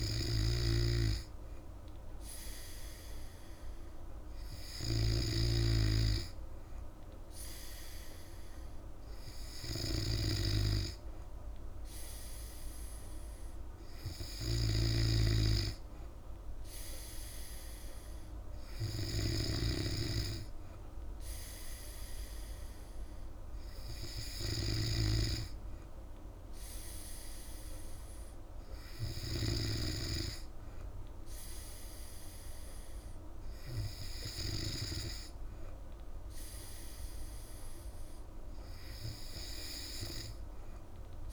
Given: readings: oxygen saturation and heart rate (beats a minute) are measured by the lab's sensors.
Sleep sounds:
breathing in sleep by a room microphone; none
0.00-30.00 s: snoring (device-marked)
From the record:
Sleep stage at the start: N3 (deep sleep); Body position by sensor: on the back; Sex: female

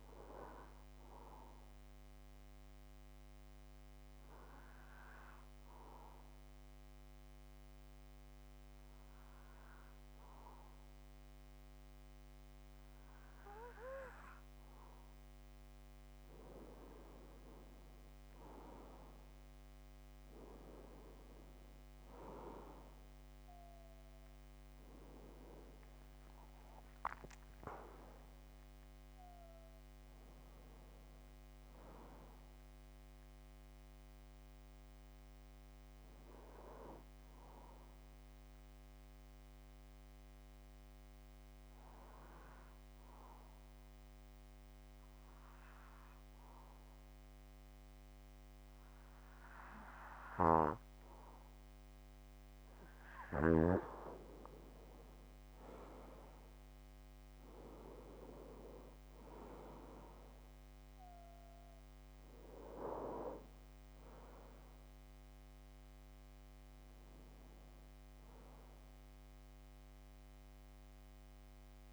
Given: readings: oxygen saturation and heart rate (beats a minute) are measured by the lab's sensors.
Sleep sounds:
breathing in sleep by a microphone on the trachea; 2
1.50-14.00 s: obstructive apnea (oxygen 96% before, 90% lowest)
16.50-20.00 s: arousal
21.50-41.50 s: oxygen desaturation (device-marked, oxygen 96% before, 91% lowest)
26.50-29.50 s: arousal
37.00-51.00 s: obstructive apnea (oxygen 96% before, 90% lowest)
52.00-56.00 s: arousal
56.50-71.93 s: oxygen desaturation (device-marked, oxygen 97% before, 90% lowest)
From the record:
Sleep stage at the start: N2 (light sleep); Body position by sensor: on the back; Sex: male

